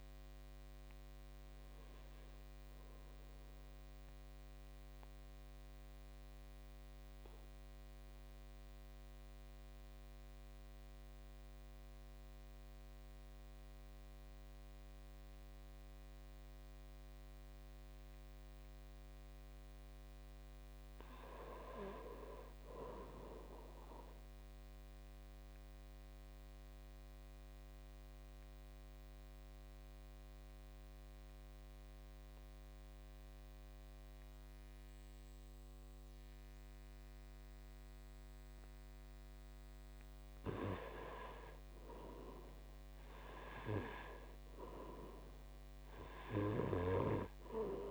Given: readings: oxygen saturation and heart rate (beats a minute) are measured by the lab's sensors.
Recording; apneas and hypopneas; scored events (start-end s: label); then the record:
breathing in sleep by a microphone on the trachea; 2
0.50-3.50 s: arousal
5.50-19.00 s: obstructive apnea (oxygen 100% before, 85% lowest, heart rate 63 before, 53 extreme, up 8 after)
21.00-24.50 s: arousal
26.50-47.91 s: oxygen desaturation (device-marked, oxygen 99% before, 89% lowest, heart rate 56 before, 57 extreme)
28.00-41.50 s: obstructive apnea (oxygen 100% before, 81% lowest, heart rate 56 before, 57 extreme, up 6 after)
44.00-47.50 s: arousal
From the record:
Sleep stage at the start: N2 (light sleep); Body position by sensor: on the back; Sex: male